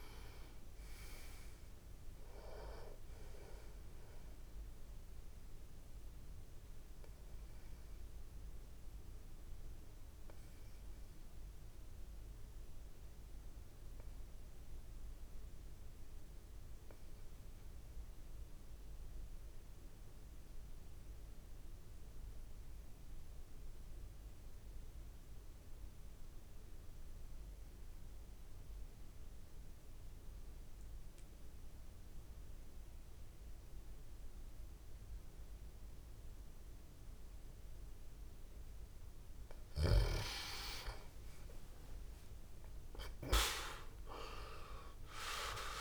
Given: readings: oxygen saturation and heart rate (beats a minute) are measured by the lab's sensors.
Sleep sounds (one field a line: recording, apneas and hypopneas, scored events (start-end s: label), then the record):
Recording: breathing in sleep by a room microphone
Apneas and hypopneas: 1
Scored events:
0.00-14.50 s: oxygen desaturation (device-marked, oxygen 88% lowest)
7.00-39.00 s: obstructive apnea (oxygen 96% before, 87% lowest)
30.50-45.81 s: oxygen desaturation (device-marked, oxygen 98% before, 87% lowest)
40.50-43.50 s: arousal
From the record:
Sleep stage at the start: N2 (light sleep)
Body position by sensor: on the back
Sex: male